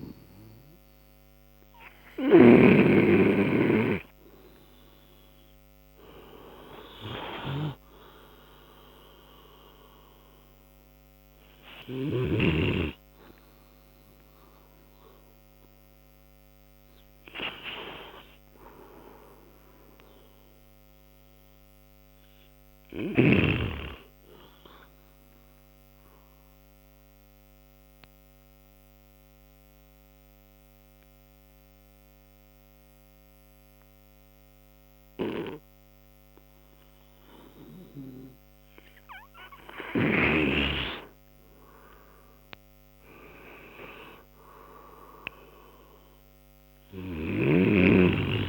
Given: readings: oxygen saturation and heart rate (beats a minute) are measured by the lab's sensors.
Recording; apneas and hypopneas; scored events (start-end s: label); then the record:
breathing in sleep by a microphone on the trachea; 1
0.00-4.00 s: oxygen desaturation (device-marked, oxygen 87% lowest, heart rate 59 extreme)
19.50-22.00 s: arousal
24.50-40.00 s: obstructive apnea (oxygen 93% before, 88% lowest, heart rate 74 before, 62 extreme, up 23 after)
42.00-45.00 s: arousal
46.00-48.48 s: oxygen desaturation (device-marked, oxygen 99% before, 88% lowest, heart rate 66 before, 58 extreme)
From the record:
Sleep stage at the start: N2 (light sleep); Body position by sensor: on the right side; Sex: male